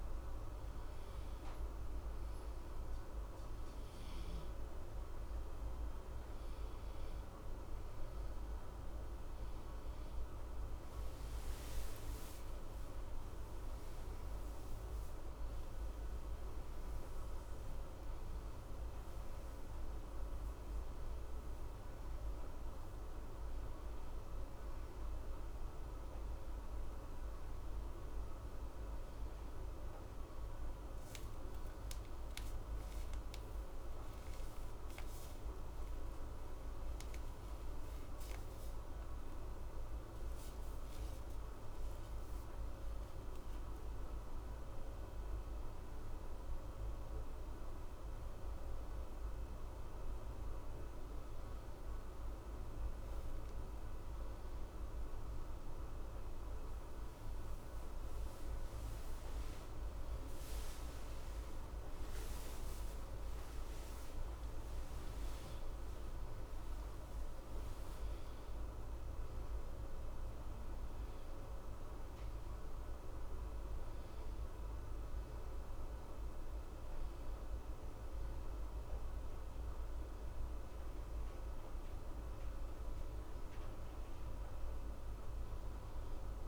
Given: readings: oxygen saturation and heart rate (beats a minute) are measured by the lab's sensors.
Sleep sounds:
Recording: breathing in sleep, hard to hear, by a room microphone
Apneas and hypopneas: 1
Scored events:
38.50-41.50 s: arousal
44.00-56.00 s: hypopnea (oxygen 94% before, 93% lowest, heart rate 60 before, 50 extreme, up 10 after)
60.50-65.00 s: arousal
From the record:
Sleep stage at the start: N1 (lightest sleep)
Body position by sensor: on the left side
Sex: male

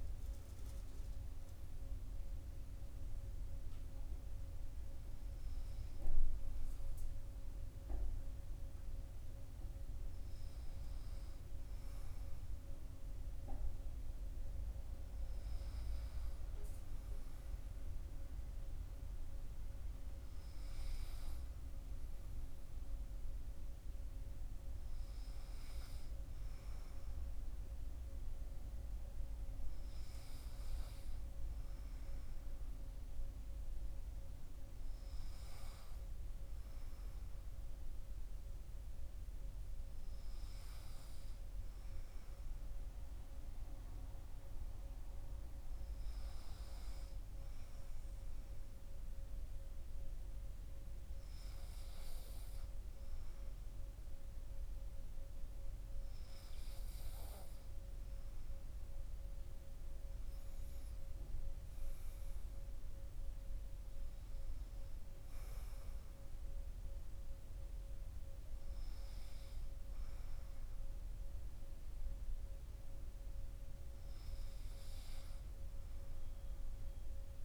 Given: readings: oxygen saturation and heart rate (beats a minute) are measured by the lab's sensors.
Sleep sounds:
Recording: breathing in sleep, hard to hear, by a room microphone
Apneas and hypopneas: none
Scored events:
10.50-77.45 s: new sleep stage, N2 (light sleep)
From the record:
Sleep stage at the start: N1 (lightest sleep)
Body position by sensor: on the right side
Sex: male

